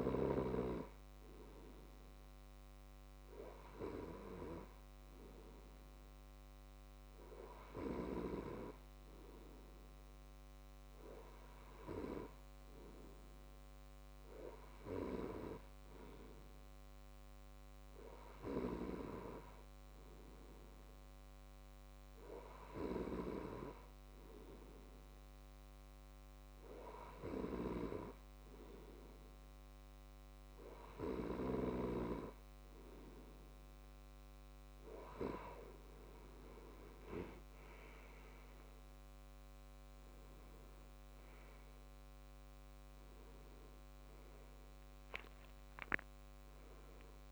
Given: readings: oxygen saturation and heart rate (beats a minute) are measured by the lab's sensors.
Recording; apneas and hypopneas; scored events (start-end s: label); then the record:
breathing in sleep by a microphone on the trachea; none
none scored
From the record:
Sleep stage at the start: N2 (light sleep); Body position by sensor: on the left side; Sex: male